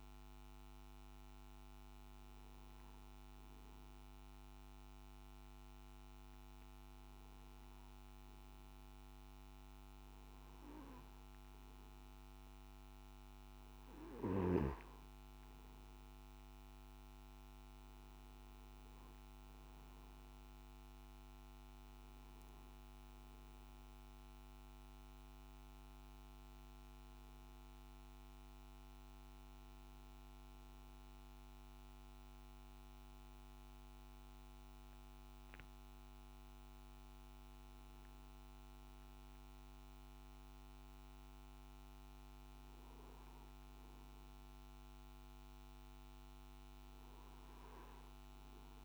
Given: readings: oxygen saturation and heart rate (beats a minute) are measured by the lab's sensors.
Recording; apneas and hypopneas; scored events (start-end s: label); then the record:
breathing in sleep, hard to hear, by a microphone on the trachea; 1
1.50-13.50 s: hypopnea (oxygen 97% before, 94% lowest, heart rate 64 before, 58 extreme, up 5 after)
20.50-23.50 s: arousal
From the record:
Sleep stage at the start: N2 (light sleep); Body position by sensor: on the back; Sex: male